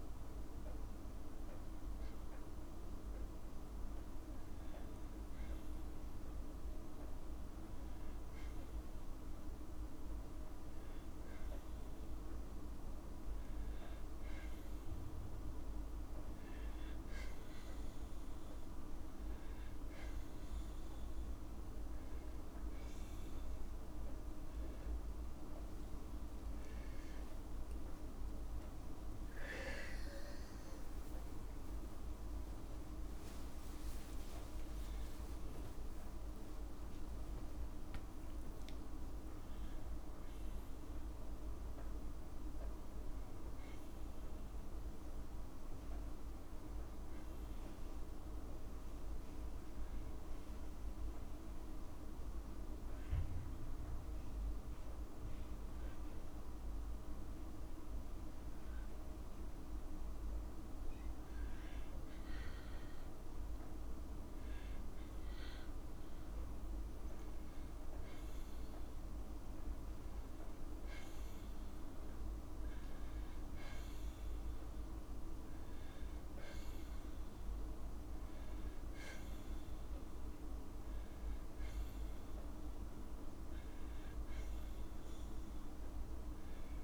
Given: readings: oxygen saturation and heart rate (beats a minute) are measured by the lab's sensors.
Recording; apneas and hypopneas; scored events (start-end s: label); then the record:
breathing in sleep, hard to hear, by a room microphone; none
33.00-35.00 s: long interval between heartbeats (device-marked, heart rate 60 before, 74 extreme)
34.00-37.50 s: arousal
37.00-39.00 s: long interval between heartbeats (device-marked, heart rate 63 before, 80 extreme)
39.50-41.50 s: long interval between heartbeats (device-marked, heart rate 66 before, 81 extreme)
42.50-44.50 s: long interval between heartbeats (device-marked, heart rate 70 before, 84 extreme)
45.50-86.83 s: new sleep stage, N2 (light sleep)
84.00-86.00 s: long interval between heartbeats (device-marked, heart rate 58 before, 79 extreme)
From the record:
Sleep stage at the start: N1 (lightest sleep); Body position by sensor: on the back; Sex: female